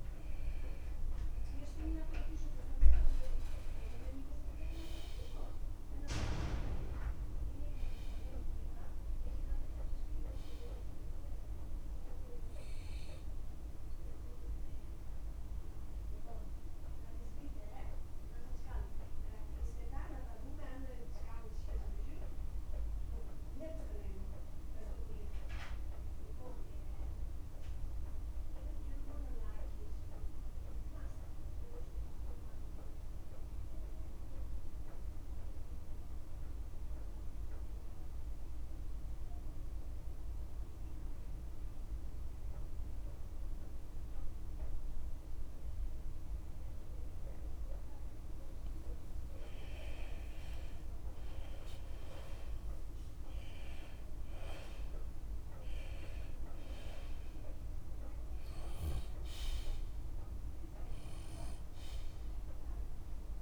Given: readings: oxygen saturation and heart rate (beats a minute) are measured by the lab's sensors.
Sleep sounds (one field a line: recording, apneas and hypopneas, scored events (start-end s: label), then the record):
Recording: breathing in sleep by a room microphone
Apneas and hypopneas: 1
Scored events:
14.50-49.00 s: mixed apnea (oxygen 98% before, 87% lowest, heart rate 56 before, 50 extreme, up 6 after)
16.00-28.00 s: oxygen desaturation (device-marked, oxygen 96% before, 93% lowest, heart rate 54 before, 51 extreme)
42.00-63.42 s: oxygen desaturation (device-marked, oxygen 97% before, 87% lowest, heart rate 51 before, 52 extreme)
51.50-55.50 s: arousal
From the record:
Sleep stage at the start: N2 (light sleep)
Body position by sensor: on the left side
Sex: male